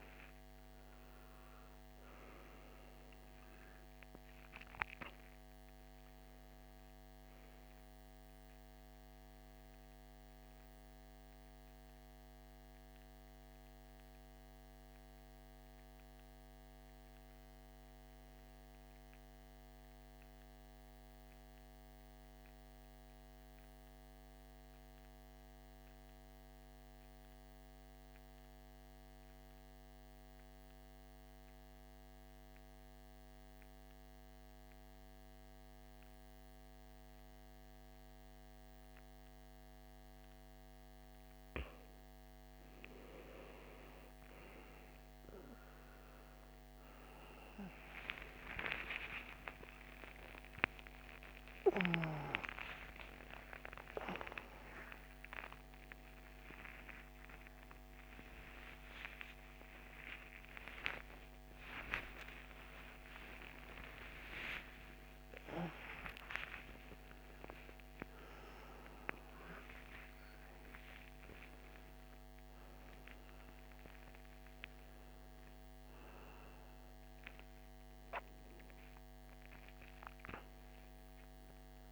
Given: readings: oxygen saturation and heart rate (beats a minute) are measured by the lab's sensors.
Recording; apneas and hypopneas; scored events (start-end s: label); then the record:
a person partly awake in a sleep study, by a microphone on the trachea; 1
0.00-1.00 s: arousal
0.00-19.50 s: oxygen desaturation (device-marked, oxygen 86% lowest, heart rate 53 extreme)
20.00-41.00 s: mixed apnea (oxygen 98% before, 85% lowest, heart rate 64 before, 53 extreme, up 24 after)
38.50-66.50 s: oxygen desaturation (device-marked, oxygen 99% before, 85% lowest, heart rate 55 before, 57 extreme)
46.50-76.50 s: new sleep stage, awake
76.50-81.92 s: new sleep stage, N1 (lightest sleep)
From the record:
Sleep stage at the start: N2 (light sleep); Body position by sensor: on the back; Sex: male